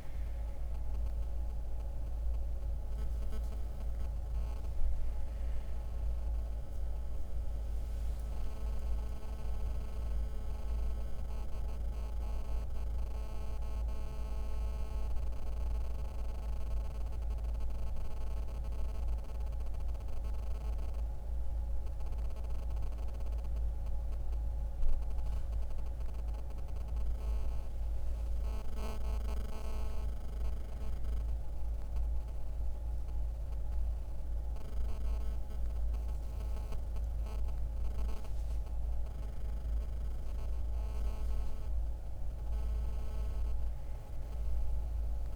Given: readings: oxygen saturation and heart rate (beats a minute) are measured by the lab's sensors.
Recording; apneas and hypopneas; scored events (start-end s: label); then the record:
a person awake in a sleep study, hard to hear, by a room microphone; none
0.00-9.00 s: oxygen desaturation (device-marked, oxygen 92% lowest, heart rate 64 extreme)
1.00-45.36 s: new sleep stage, awake
From the record:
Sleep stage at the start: N1 (lightest sleep); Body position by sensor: on the back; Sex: male